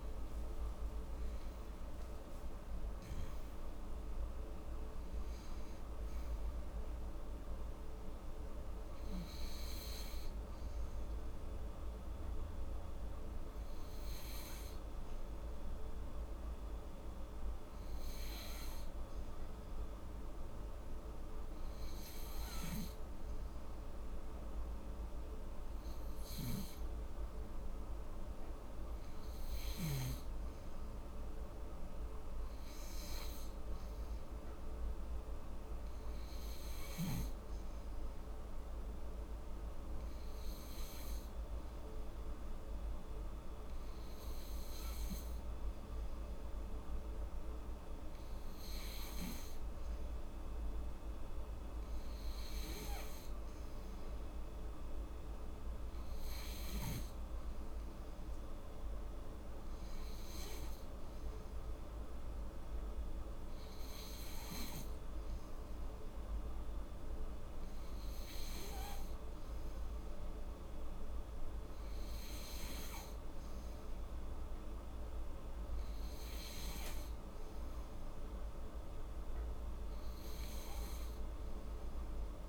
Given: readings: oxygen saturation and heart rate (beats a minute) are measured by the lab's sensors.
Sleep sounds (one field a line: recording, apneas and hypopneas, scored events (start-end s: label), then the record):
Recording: breathing in sleep, hard to hear, by a room microphone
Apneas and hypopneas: 2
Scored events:
0.00-1.00 s: arousal
4.50-64.50 s: new sleep stage, N2 (light sleep)
15.00-28.50 s: hypopnea (oxygen 95% before, 94% lowest, heart rate 97 before, 73 extreme, up 4 after)
30.50-33.00 s: arousal
40.50-51.50 s: hypopnea (oxygen 97% before, 93% lowest, heart rate 75 before, 74 extreme, up 0 after)
53.50-56.50 s: arousal
64.50-82.49 s: new sleep stage, N3 (deep sleep)
From the record:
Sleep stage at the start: N3 (deep sleep)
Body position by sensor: on the back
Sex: female